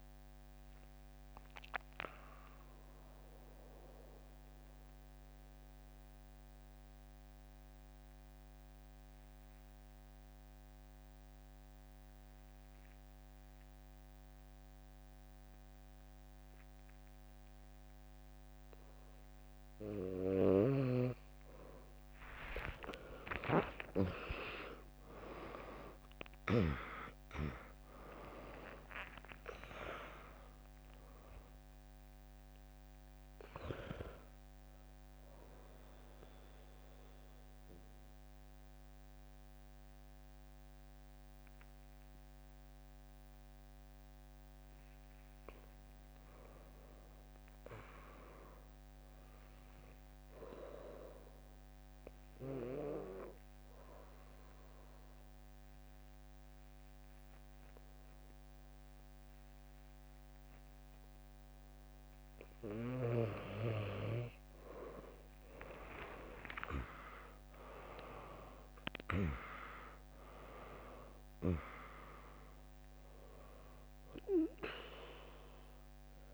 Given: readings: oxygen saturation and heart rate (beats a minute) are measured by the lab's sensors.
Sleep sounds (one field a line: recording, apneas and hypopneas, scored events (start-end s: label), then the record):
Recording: breathing in sleep by a microphone on the trachea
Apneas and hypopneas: 3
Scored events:
0.00-8.50 s: drop in pulse transit time (device-marked, heart rate 68 extreme)
0.00-20.50 s: oxygen desaturation (device-marked, oxygen 95% lowest, heart rate 61 extreme)
4.00-19.50 s: mixed apnea (oxygen 100% before, 95% lowest, heart rate 69 before, 61 extreme, up 1 after)
22.50-28.00 s: arousal
26.50-40.50 s: drop in pulse transit time (device-marked, heart rate 64 before, 64 extreme)
34.00-45.00 s: mixed apnea (oxygen 100% before, 95% lowest, heart rate 68 before, 59 extreme)
45.50-47.50 s: bradycardia (device-marked, heart rate 78 before, 64 extreme)
46.00-50.00 s: arousal
53.00-63.00 s: obstructive apnea (oxygen 100% before, 95% lowest, heart rate 75 before, 60 extreme, up 1 after)
65.50-69.50 s: arousal
70.50-76.34 s: drop in pulse transit time (device-marked, heart rate 62 before, 63 extreme)
74.50-76.34 s: oxygen desaturation (device-marked, oxygen 98% before, 95% lowest, heart rate 63 before, 59 extreme)
From the record:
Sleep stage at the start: N2 (light sleep)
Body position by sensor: on the back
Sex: female